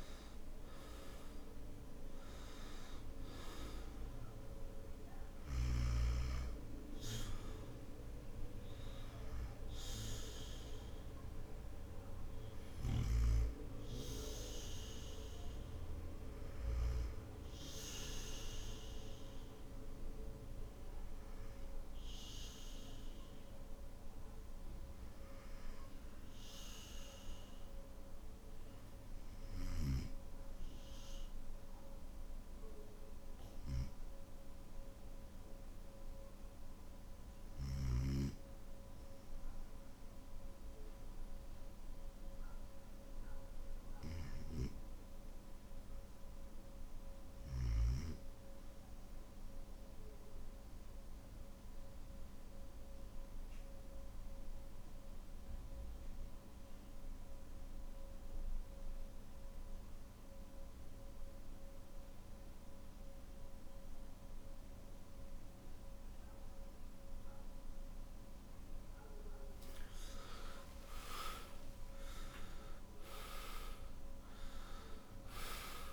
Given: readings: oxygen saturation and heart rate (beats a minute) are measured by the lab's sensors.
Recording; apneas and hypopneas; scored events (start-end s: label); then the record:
breathing in sleep by a room microphone; 1
48.50-67.00 s: obstructive apnea (oxygen 99% before, 94% lowest, heart rate 51 before, 47 extreme, up 16 after)
50.00-59.00 s: oxygen desaturation (device-marked, oxygen 98% before, 96% lowest, heart rate 51 before, 47 extreme)
55.00-75.93 s: new sleep stage, N2 (light sleep)
From the record:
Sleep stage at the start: N3 (deep sleep); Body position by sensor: on the back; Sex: male